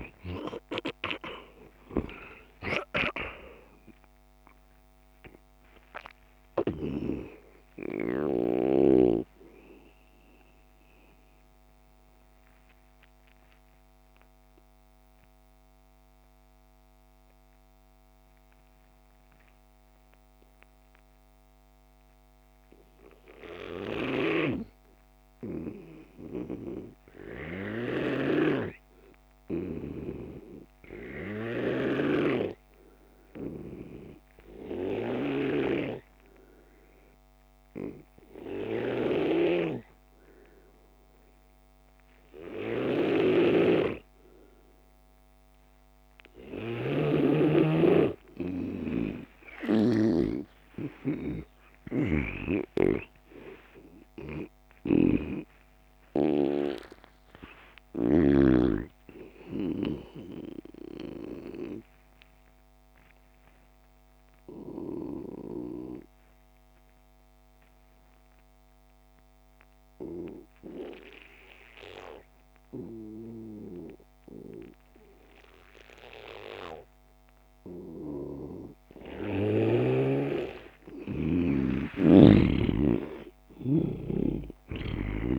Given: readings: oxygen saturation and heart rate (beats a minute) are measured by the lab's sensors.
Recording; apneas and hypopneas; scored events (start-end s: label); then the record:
breathing in sleep by a microphone on the trachea; 2
0.00-3.00 s: arousal
0.00-22.00 s: oxygen desaturation (device-marked, oxygen 86% lowest)
11.50-48.50 s: obstructive apnea (oxygen 97% before, 85% lowest)
38.00-72.00 s: oxygen desaturation (device-marked, oxygen 97% before, 89% lowest)
43.50-50.50 s: snoring (device-marked)
50.00-55.00 s: arousal
55.00-59.00 s: snoring (device-marked)
62.00-80.50 s: obstructive apnea (oxygen 96% before, 85% lowest)
81.00-85.38 s: arousal
83.00-85.38 s: oxygen desaturation (device-marked, oxygen 97% before, 85% lowest)
From the record:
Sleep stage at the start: N2 (light sleep); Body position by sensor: on the back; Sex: male